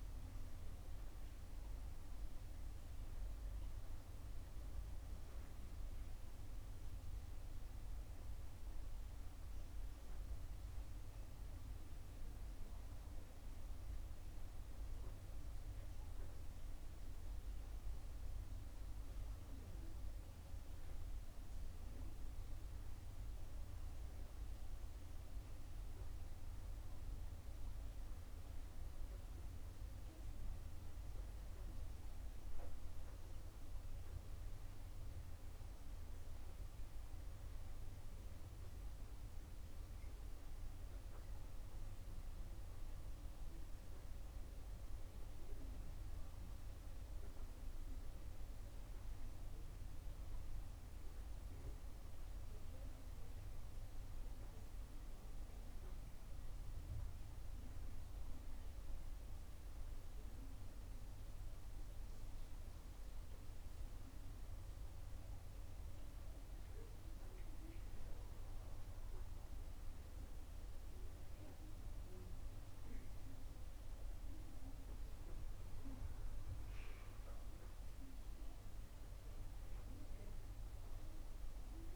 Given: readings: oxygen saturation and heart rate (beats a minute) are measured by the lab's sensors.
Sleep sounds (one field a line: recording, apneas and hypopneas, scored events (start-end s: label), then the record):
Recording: breathing in sleep, hard to hear, by a room microphone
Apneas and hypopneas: none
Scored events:
none scored
From the record:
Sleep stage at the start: N2 (light sleep)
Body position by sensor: on the right side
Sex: female